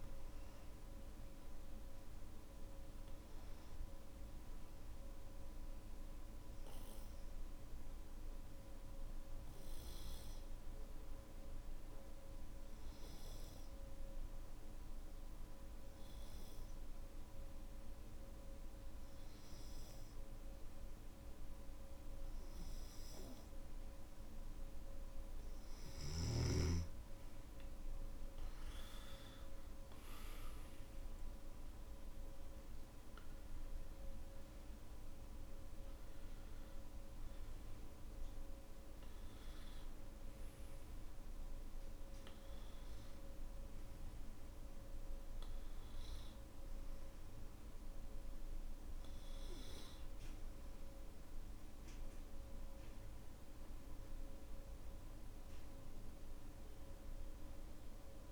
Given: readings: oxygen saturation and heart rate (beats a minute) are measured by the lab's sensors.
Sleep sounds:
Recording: breathing in sleep, hard to hear, by a room microphone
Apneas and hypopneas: 1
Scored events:
2.50-58.32 s: new sleep stage, N3 (deep sleep)
6.50-27.00 s: hypopnea (oxygen 97% before, 93% lowest, heart rate 59 before, 54 extreme, up 12 after)
23.50-57.50 s: oxygen desaturation (device-marked, oxygen 97% before, 93% lowest, heart rate 56 before, 55 extreme)
From the record:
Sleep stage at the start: N1 (lightest sleep)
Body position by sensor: on the back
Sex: male

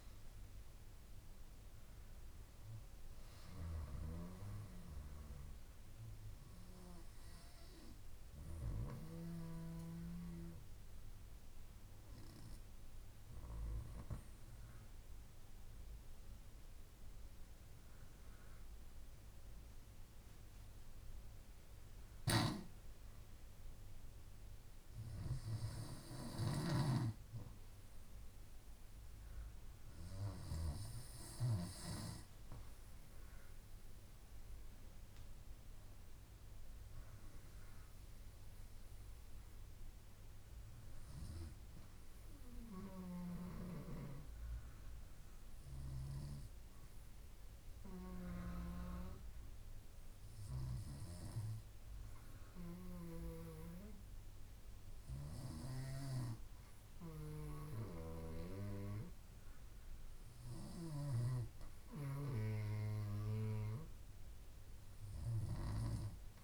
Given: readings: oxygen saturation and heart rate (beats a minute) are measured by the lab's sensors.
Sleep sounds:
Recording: breathing in sleep by a room microphone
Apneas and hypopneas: 2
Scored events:
10.00-23.00 s: hypopnea (oxygen 98% before, 96% lowest)
24.50-27.00 s: arousal
45.00-55.50 s: hypopnea (oxygen 99% before, 95% lowest)
From the record:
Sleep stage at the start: N2 (light sleep)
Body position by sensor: on the back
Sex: female

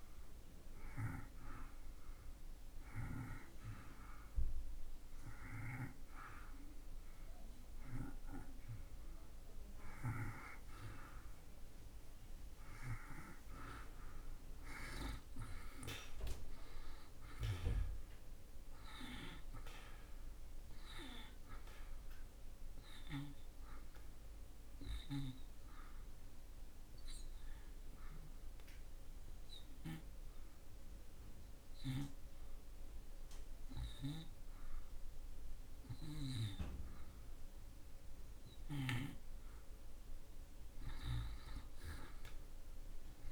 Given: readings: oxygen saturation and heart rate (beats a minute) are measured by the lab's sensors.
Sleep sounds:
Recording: breathing in sleep by a room microphone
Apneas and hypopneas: 1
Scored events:
23.50-38.50 s: hypopnea (oxygen 90% before, 86% lowest)
40.50-43.32 s: arousal
From the record:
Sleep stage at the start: N2 (light sleep)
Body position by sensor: on the back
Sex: male

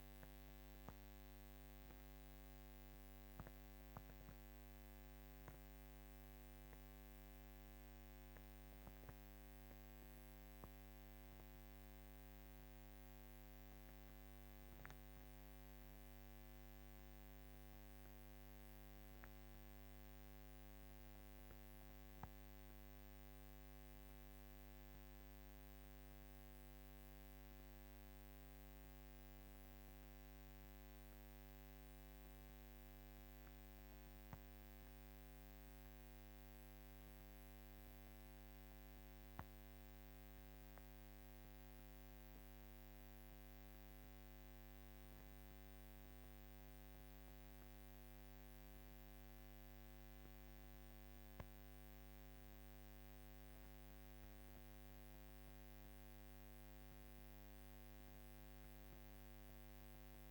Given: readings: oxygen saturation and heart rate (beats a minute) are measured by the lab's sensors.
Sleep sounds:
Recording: breathing in sleep, hard to hear, by a microphone on the trachea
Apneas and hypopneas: 1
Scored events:
3.00-14.00 s: central apnea (oxygen 100% before, 96% lowest, heart rate 89 before, 49 extreme, up 4 after)
14.50-19.00 s: arousal
14.50-60.31 s: new sleep stage, N2 (light sleep)
From the record:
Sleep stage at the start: N1 (lightest sleep)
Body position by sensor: on the back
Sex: female

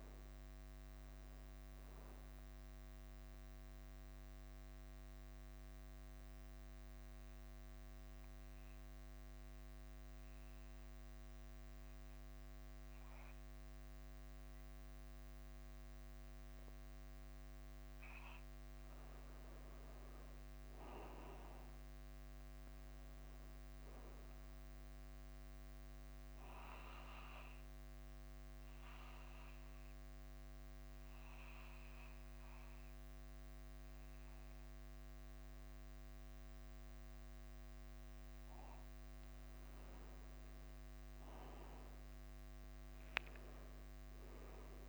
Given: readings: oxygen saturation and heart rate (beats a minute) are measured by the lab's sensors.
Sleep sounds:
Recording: breathing in sleep, hard to hear, by a microphone on the trachea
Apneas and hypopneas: 2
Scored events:
0.00-7.00 s: oxygen desaturation (device-marked, oxygen 95% lowest, heart rate 43 extreme)
0.00-44.89 s: bradycardia (device-marked, heart rate 43 extreme)
4.50-18.00 s: central apnea (oxygen 99% before, 94% lowest, heart rate 54 before, 43 extreme, up 7 after)
16.00-27.00 s: oxygen desaturation (device-marked, oxygen 97% before, 94% lowest, heart rate 51 before, 47 extreme)
18.50-22.00 s: arousal
27.50-40.00 s: obstructive apnea (oxygen 97% before, 98% lowest, heart rate 47 before, 47 extreme, up 4 after)
43.50-44.89 s: arousal
From the record:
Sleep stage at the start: N2 (light sleep)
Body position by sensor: on the back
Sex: male

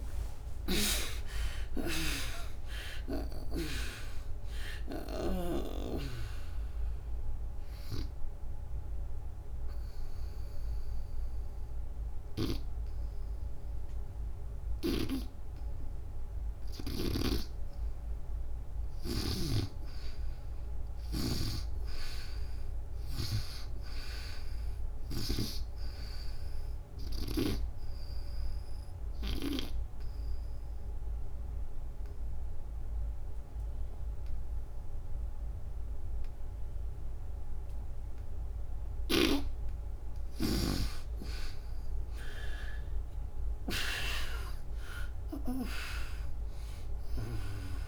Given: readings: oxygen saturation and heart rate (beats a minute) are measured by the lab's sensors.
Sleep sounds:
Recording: breathing in sleep by a room microphone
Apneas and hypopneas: 2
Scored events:
0.00-1.50 s: arousal
0.00-21.50 s: oxygen desaturation (device-marked, oxygen 58% lowest, heart rate 68 extreme)
8.00-18.00 s: obstructive apnea (oxygen 93% before, 58% lowest, heart rate 98 before, 68 extreme, up 14 after)
16.50-27.00 s: snoring (device-marked)
20.00-23.00 s: arousal
26.00-38.50 s: obstructive apnea (oxygen 96% before, 69% lowest, heart rate 92 before, 68 extreme, up 48 after)
39.50-43.50 s: snoring (device-marked)
41.50-46.50 s: arousal
45.50-47.88 s: oxygen desaturation (device-marked, oxygen 89% before, 69% lowest, heart rate 82 before, 64 extreme)
From the record:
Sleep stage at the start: N2 (light sleep)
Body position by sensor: on the back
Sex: female

